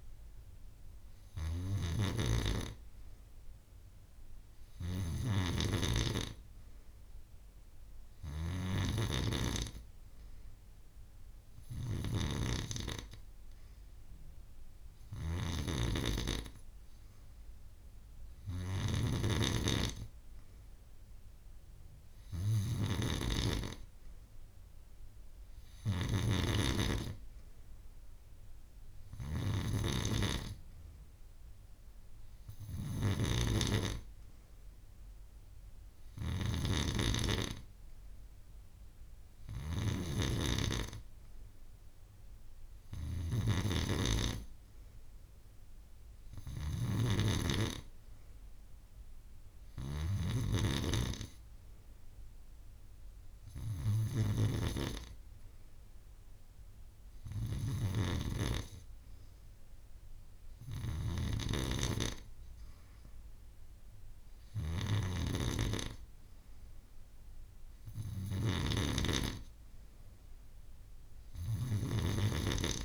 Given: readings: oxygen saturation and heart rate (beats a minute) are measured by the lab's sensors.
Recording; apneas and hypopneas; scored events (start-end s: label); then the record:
breathing in sleep by a room microphone; none
58.50-72.85 s: new sleep stage, N3 (deep sleep)
From the record:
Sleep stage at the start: N2 (light sleep); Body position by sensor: on the back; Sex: female